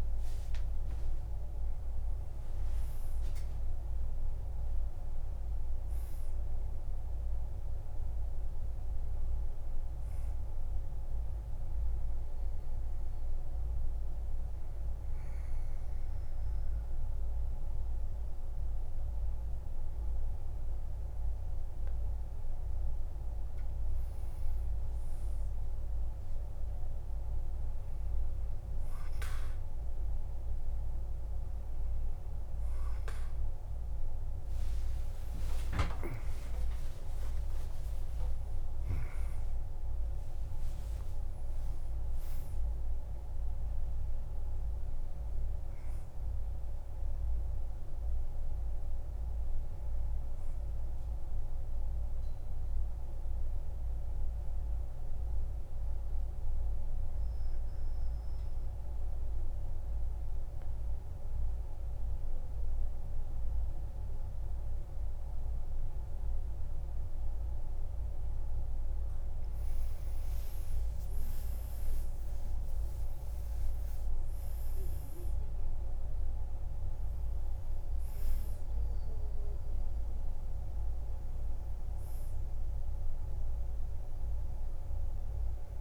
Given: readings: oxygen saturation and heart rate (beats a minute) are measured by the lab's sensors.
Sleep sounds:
breathing in sleep, hard to hear, by a room microphone; 2
0.00-1.00 s: arousal
11.50-24.00 s: obstructive apnea (oxygen 99% before, 92% lowest, heart rate 58 before, 48 extreme, up 8 after)
34.50-36.50 s: long interval between heartbeats (device-marked, heart rate 52 before, 69 extreme)
34.50-39.00 s: arousal
41.00-43.00 s: long interval between heartbeats (device-marked, heart rate 59 before, 75 extreme)
53.00-68.50 s: central apnea (oxygen 98% before, 90% lowest, heart rate 70 before, 47 extreme, up 16 after)
71.50-76.50 s: arousal
74.50-85.81 s: oxygen desaturation (device-marked, oxygen 98% before, 91% lowest, heart rate 53 before, 47 extreme)
From the record:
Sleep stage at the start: N2 (light sleep); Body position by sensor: on the back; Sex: male

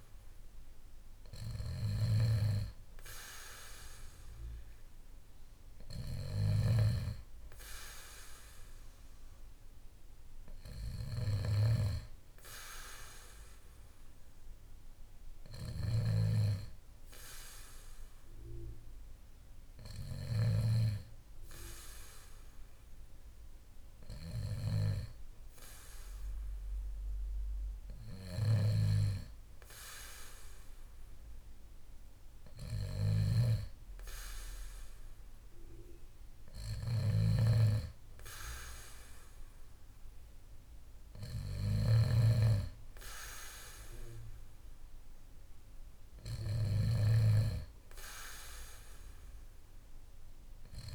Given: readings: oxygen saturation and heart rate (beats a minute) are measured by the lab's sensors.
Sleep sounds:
breathing in sleep by a room microphone; none
15.50-20.00 s: snoring (device-marked)
28.00-46.50 s: snoring (device-marked)
From the record:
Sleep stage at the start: N2 (light sleep); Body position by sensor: on the back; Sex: male

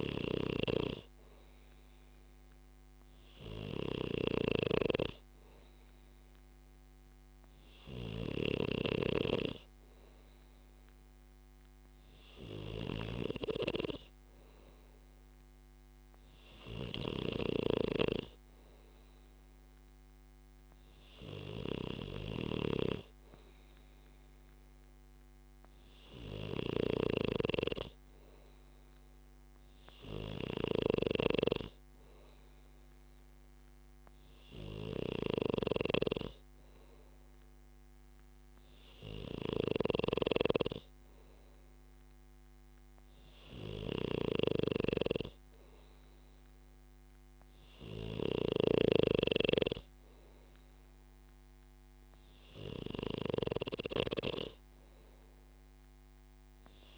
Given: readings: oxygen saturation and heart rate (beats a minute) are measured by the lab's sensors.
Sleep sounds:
breathing in sleep by a microphone on the trachea; none
0.00-9.00 s: snoring (device-marked)
17.50-31.00 s: snoring (device-marked)
39.50-49.00 s: snoring (device-marked)
From the record:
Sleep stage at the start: N2 (light sleep); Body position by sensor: on the back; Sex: male

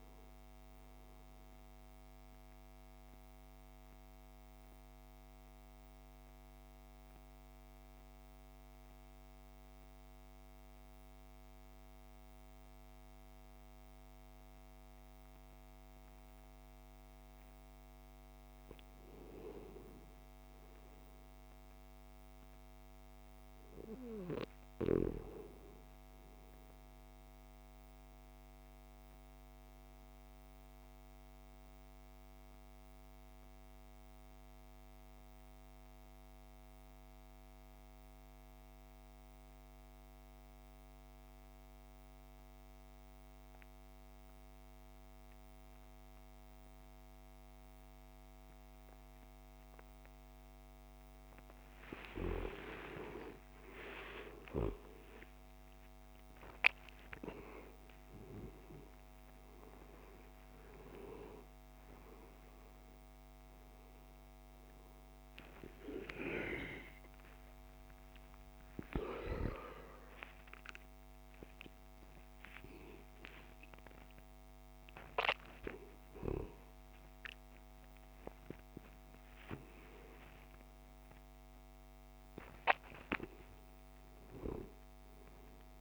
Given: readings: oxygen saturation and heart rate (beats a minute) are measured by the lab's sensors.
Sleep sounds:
breathing in sleep by a microphone on the trachea; 2
0.00-5.00 s: oxygen desaturation (device-marked, oxygen 90% lowest)
3.00-18.00 s: central apnea (oxygen 97% before, 85% lowest)
20.50-24.00 s: arousal
24.00-39.00 s: oxygen desaturation (device-marked, oxygen 98% before, 91% lowest)
28.50-51.50 s: mixed apnea (oxygen 98% before, 85% lowest)
52.00-82.00 s: oxygen desaturation (device-marked, oxygen 97% before, 85% lowest)
53.00-57.50 s: arousal
83.50-85.81 s: arousal
From the record:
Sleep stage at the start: N2 (light sleep); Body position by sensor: on the back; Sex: male

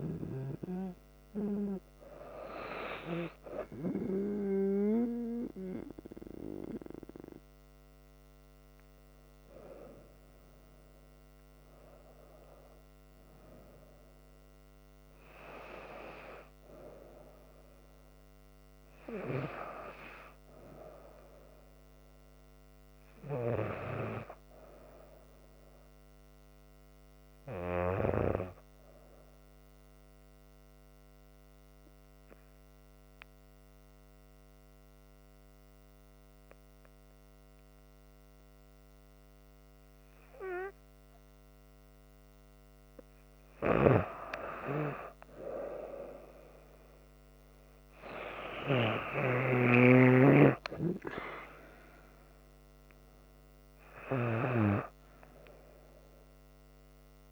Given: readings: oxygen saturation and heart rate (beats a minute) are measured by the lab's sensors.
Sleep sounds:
breathing in sleep by a microphone on the trachea; 1
0.00-22.00 s: oxygen desaturation (device-marked, oxygen 93% lowest, heart rate 69 extreme)
22.50-26.50 s: arousal
30.00-42.50 s: mixed apnea (oxygen 97% before, 92% lowest, heart rate 72 before, 69 extreme, up 4 after)
42.00-57.32 s: oxygen desaturation (device-marked, oxygen 97% before, 92% lowest, heart rate 70 before, 69 extreme)
45.00-48.50 s: arousal
From the record:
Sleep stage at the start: N2 (light sleep); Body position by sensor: on the back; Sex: female

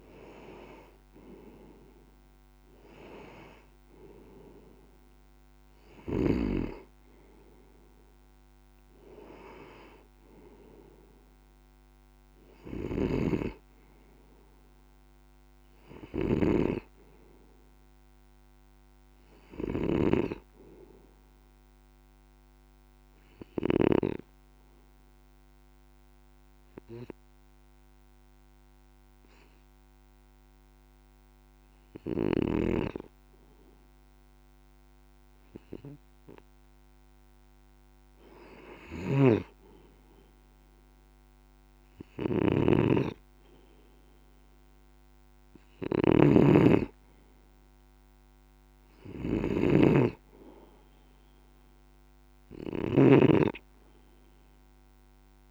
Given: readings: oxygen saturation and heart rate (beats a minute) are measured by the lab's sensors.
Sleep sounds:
breathing in sleep by a microphone on the trachea; 1
12.50-23.50 s: snoring (device-marked)
24.00-37.50 s: hypopnea (oxygen 97% before, 94% lowest)
38.50-55.50 s: snoring (device-marked)
39.00-42.50 s: arousal
53.50-55.50 s: oxygen desaturation (device-marked, oxygen 97% before, 94% lowest)
From the record:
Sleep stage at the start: N2 (light sleep); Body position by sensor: on the left side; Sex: male

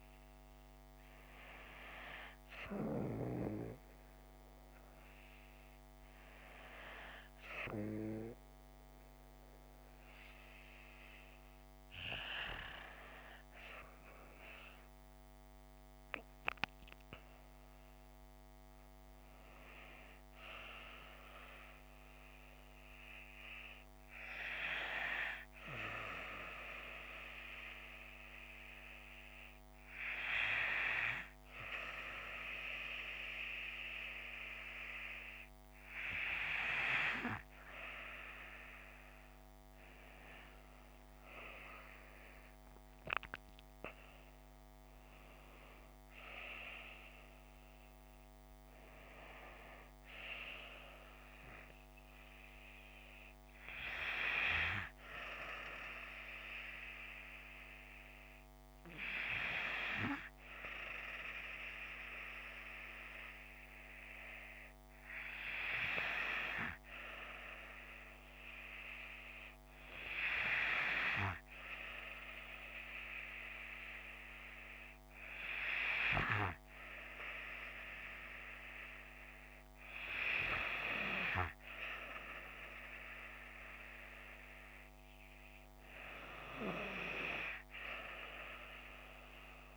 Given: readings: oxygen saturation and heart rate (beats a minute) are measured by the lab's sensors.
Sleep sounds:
breathing in sleep by a microphone on the trachea; none
42.50-47.00 s: arousal
From the record:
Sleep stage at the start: N2 (light sleep); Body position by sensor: on the left side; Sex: female

